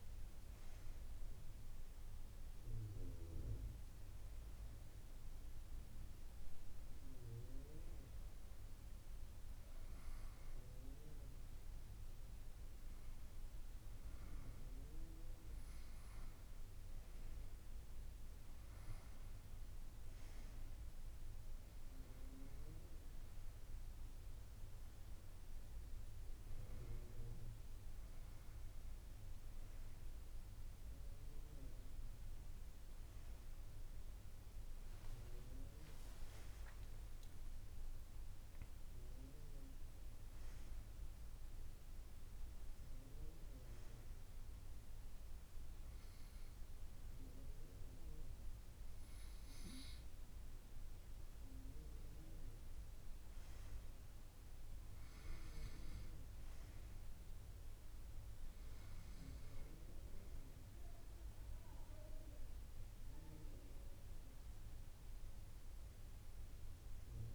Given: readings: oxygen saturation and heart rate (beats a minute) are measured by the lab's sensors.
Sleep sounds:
a person partly awake in a sleep study, by a room microphone; none
4.00-67.35 s: new sleep stage, N2 (light sleep)
35.00-40.50 s: arousal
65.50-67.35 s: arousal
From the record:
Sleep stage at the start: awake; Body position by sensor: on the right side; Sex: female

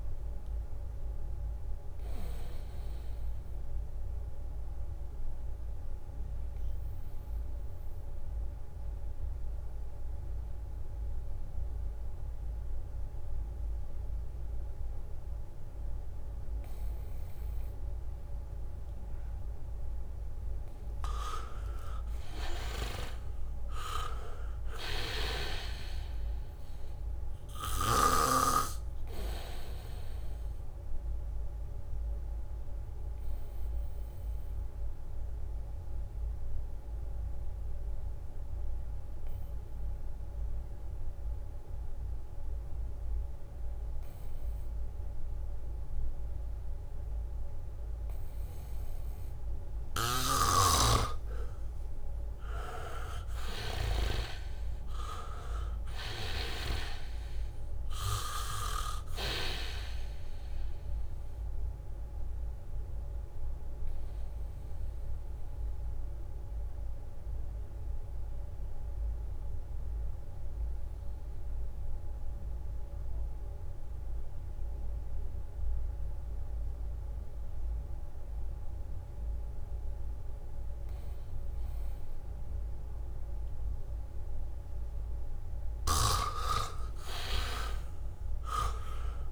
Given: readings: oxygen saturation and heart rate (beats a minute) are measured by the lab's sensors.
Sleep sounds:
breathing in sleep by a room microphone; 3
0.00-15.00 s: oxygen desaturation (device-marked, oxygen 99% before, 83% lowest, heart rate 76 before, 73 extreme)
3.00-18.00 s: obstructive apnea (oxygen 99% before, 82% lowest, heart rate 76 before, 72 extreme, up 1 after)
18.00-22.50 s: arousal
21.00-43.00 s: oxygen desaturation (device-marked, oxygen 98% before, 82% lowest, heart rate 75 before, 72 extreme)
32.00-50.00 s: obstructive apnea (oxygen 98% before, 80% lowest, heart rate 75 before, 72 extreme, up 2 after)
36.00-38.50 s: leg movement (device-marked)
50.00-75.00 s: oxygen desaturation (device-marked, oxygen 98% before, 82% lowest, heart rate 75 before, 71 extreme)
50.50-54.50 s: snoring (device-marked)
53.00-56.50 s: arousal
65.50-82.50 s: obstructive apnea (oxygen 98% before, 80% lowest, heart rate 75 before, 71 extreme)
82.00-89.32 s: oxygen desaturation (device-marked, oxygen 99% before, 80% lowest, heart rate 77 before, 71 extreme)
84.50-88.00 s: arousal
From the record:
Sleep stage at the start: N2 (light sleep); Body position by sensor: on the back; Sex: male

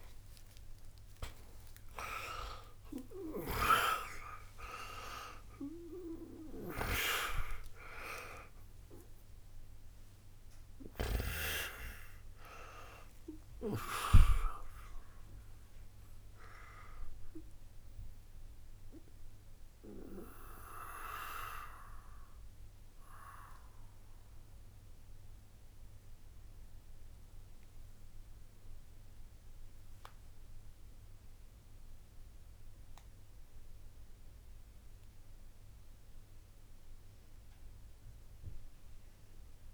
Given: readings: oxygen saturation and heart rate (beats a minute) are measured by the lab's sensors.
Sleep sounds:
a person awake in a sleep study, by a room microphone; none
0.00-34.50 s: oxygen desaturation (device-marked, oxygen 81% lowest, heart rate 60 extreme)
From the record:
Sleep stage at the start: awake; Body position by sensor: on the back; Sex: male

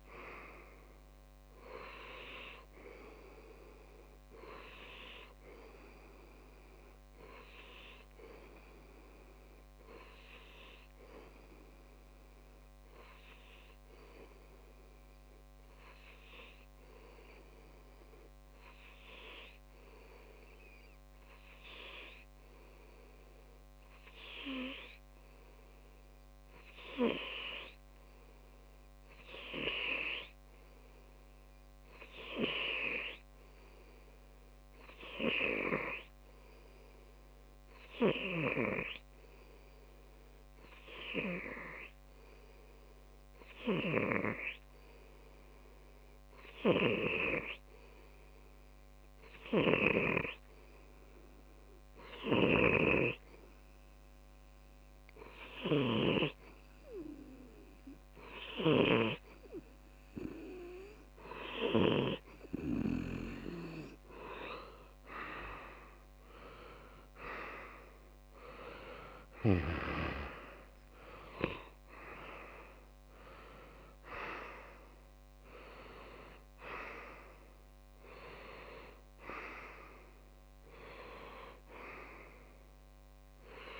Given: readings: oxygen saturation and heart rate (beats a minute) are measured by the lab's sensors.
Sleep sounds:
breathing in sleep by a microphone on the trachea; 1
0.00-33.00 s: tachycardia (device-marked, heart rate 156 extreme)
1.50-3.50 s: long interval between heartbeats (device-marked, heart rate 93 before, 119 extreme)
3.50-5.50 s: long interval between heartbeats (device-marked, heart rate 96 before, 119 extreme)
10.00-12.00 s: long interval between heartbeats (device-marked, heart rate 107 before, 128 extreme)
11.00-50.00 s: obstructive apnea (oxygen 93% before, 91% lowest)
12.00-14.00 s: long interval between heartbeats (device-marked, heart rate 111 before, 134 extreme)
14.50-16.50 s: long interval between heartbeats (device-marked, heart rate 116 before, 147 extreme)
18.50-20.50 s: long interval between heartbeats (device-marked, heart rate 129 before, 153 extreme)
24.50-26.50 s: long interval between heartbeats (device-marked, heart rate 139 before, 153 extreme)
31.50-33.50 s: long interval between heartbeats (device-marked, heart rate 147 before, 114 extreme)
34.00-36.00 s: tachycardia (device-marked, heart rate 93 before, 113 extreme)
35.00-37.00 s: long interval between heartbeats (device-marked, heart rate 144 before, 97 extreme)
37.50-39.50 s: long interval between heartbeats (device-marked, heart rate 139 before, 108 extreme)
38.00-40.00 s: oxygen desaturation (device-marked, oxygen 98% before, 96% lowest)
44.00-46.00 s: long interval between heartbeats (device-marked, heart rate 114 before, 36 extreme)
50.50-52.50 s: long interval between heartbeats (device-marked, heart rate 80 before, 36 extreme)
54.50-56.50 s: long interval between heartbeats (device-marked, heart rate 62 before, 40 extreme)
55.50-58.00 s: arousal
60.00-62.00 s: long interval between heartbeats (device-marked, heart rate 41 before, 25 extreme)
67.00-70.50 s: arousal
From the record:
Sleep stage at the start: N2 (light sleep); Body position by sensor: on the left side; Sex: male

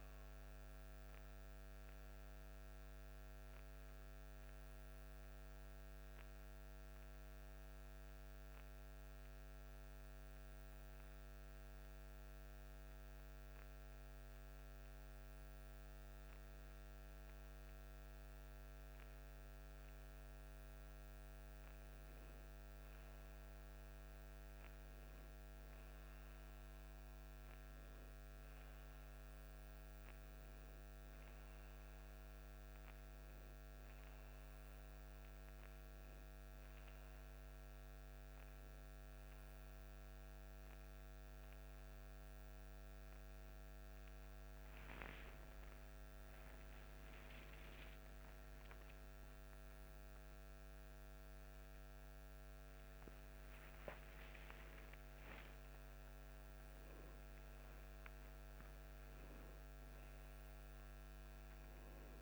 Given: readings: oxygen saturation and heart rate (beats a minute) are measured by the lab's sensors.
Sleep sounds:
breathing in sleep, hard to hear, by a microphone on the trachea; 2
2.50-19.50 s: hypopnea (oxygen 92% before, 90% lowest, heart rate 51 before, 47 extreme, up 8 after)
23.00-27.00 s: arousal
37.50-51.00 s: hypopnea (oxygen 93% before, 90% lowest, heart rate 52 before, 51 extreme)
52.00-55.50 s: arousal
From the record:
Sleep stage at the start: N2 (light sleep); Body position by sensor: on the back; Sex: male

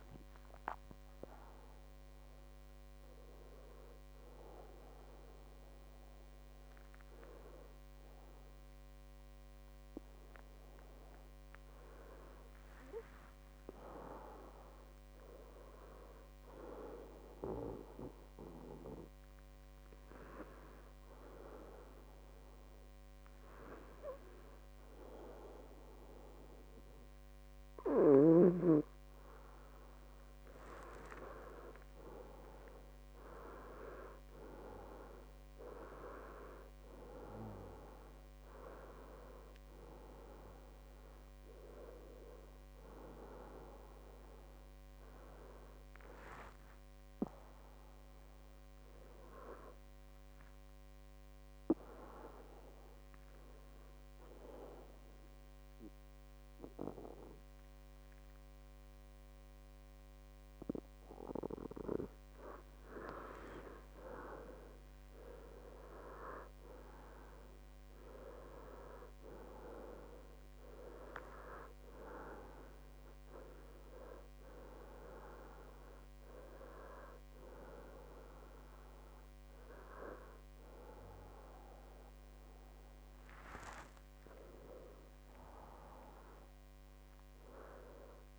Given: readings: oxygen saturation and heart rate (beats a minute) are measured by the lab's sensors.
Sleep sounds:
breathing in sleep by a microphone on the trachea; 2
2.50-26.50 s: hypopnea (oxygen 99% before, 94% lowest, heart rate 70 before, 63 extreme, up 8 after)
28.00-32.50 s: arousal
51.00-63.50 s: obstructive apnea (oxygen 98% before, 94% lowest, heart rate 76 before, 64 extreme, up 14 after)
69.50-88.39 s: new sleep stage, awake
From the record:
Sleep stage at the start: N2 (light sleep); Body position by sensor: on the back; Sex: male

